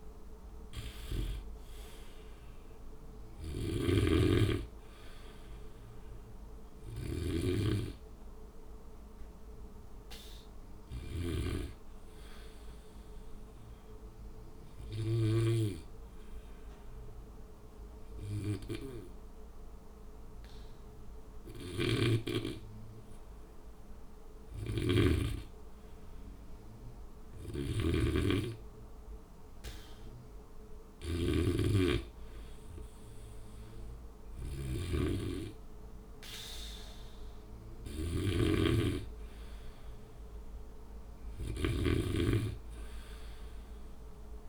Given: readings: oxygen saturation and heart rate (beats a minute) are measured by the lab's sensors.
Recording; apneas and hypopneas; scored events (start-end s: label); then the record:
breathing in sleep by a room microphone; 1
0.00-1.00 s: arousal
0.00-6.00 s: oxygen desaturation (device-marked, oxygen 95% before, 92% lowest, heart rate 63 before, 54 extreme)
3.50-11.50 s: snoring (device-marked)
12.50-24.50 s: hypopnea (oxygen 95% before, 91% lowest, heart rate 66 before, 56 extreme, up 9 after)
24.50-44.49 s: snoring (device-marked)
26.50-30.50 s: arousal
From the record:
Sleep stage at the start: N2 (light sleep); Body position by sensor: on the back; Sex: male